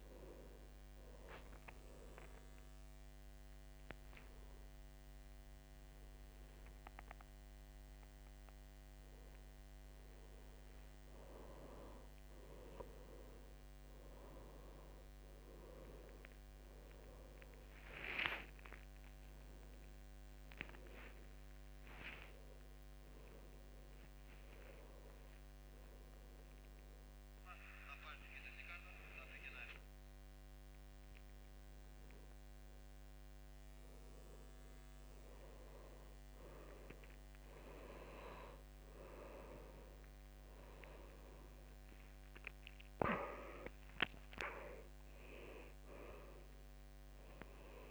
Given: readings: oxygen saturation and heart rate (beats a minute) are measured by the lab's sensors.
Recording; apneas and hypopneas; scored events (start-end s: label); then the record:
breathing in sleep by a microphone on the trachea; 2
1.50-11.50 s: obstructive apnea (oxygen 94% before, 90% lowest, heart rate 76 before, 83 extreme, up 22 after)
6.00-8.00 s: long interval between heartbeats (device-marked, heart rate 77 before, 89 extreme)
14.00-18.00 s: arousal
16.50-18.50 s: long interval between heartbeats (device-marked, heart rate 89 before, 90 extreme)
24.50-26.50 s: long interval between heartbeats (device-marked, heart rate 97 before, 89 extreme)
25.50-36.00 s: obstructive apnea (oxygen 93% before, 90% lowest, heart rate 97 before, 75 extreme, up 1 after)
31.00-33.00 s: long interval between heartbeats (device-marked, heart rate 94 before, 88 extreme)
39.00-42.50 s: arousal
42.00-47.91 s: oxygen desaturation (device-marked, oxygen 93% before, 90% lowest, heart rate 88 before, 73 extreme)
From the record:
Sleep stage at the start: N2 (light sleep); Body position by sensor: on the back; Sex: male